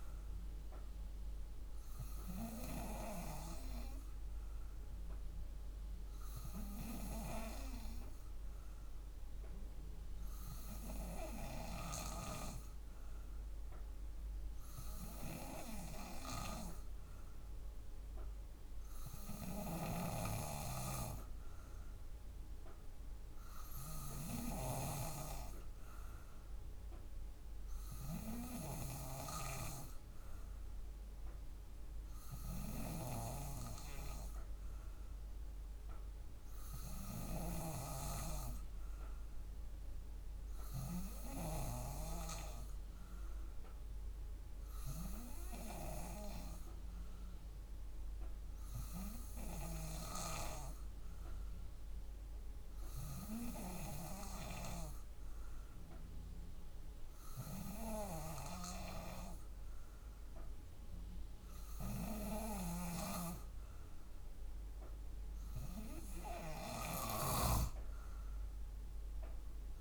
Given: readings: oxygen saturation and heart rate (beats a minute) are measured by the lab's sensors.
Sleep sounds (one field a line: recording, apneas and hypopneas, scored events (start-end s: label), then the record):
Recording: breathing in sleep by a room microphone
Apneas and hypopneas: none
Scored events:
19.00-24.50 s: snoring (device-marked)
60.00-69.81 s: drop in pulse transit time (device-marked, heart rate 60 before, 58 extreme)
62.00-67.00 s: snoring (device-marked)
From the record:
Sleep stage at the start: N2 (light sleep)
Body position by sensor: on the back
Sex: female